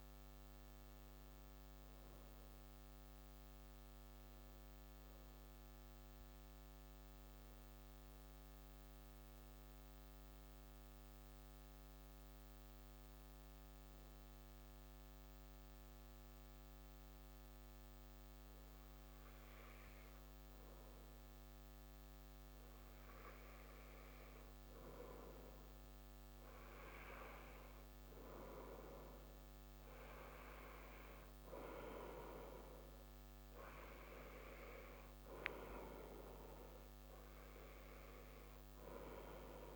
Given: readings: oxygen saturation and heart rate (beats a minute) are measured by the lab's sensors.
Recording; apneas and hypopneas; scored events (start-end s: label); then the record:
breathing in sleep by a microphone on the trachea; 1
0.00-15.50 s: oxygen desaturation (device-marked, oxygen 90% lowest, heart rate 127 extreme)
4.00-25.00 s: obstructive apnea (oxygen 96% before, 90% lowest, heart rate 158 before, 127 extreme, up 60 after)
25.50-30.50 s: arousal
From the record:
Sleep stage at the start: N2 (light sleep); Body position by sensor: on the back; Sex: male